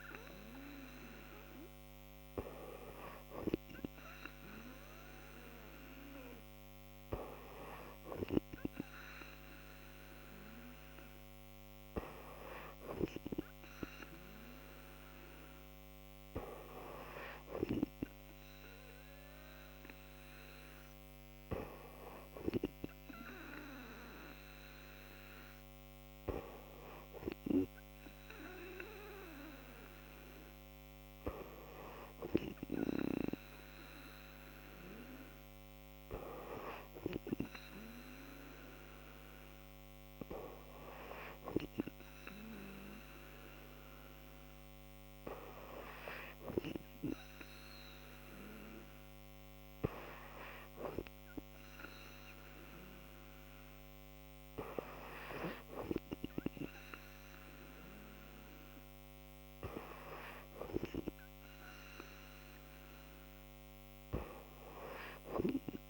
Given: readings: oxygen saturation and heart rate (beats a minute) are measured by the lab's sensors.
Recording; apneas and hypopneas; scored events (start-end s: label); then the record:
breathing in sleep by a microphone on the trachea; none
none scored
From the record:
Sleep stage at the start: N2 (light sleep); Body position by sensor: on the back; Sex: female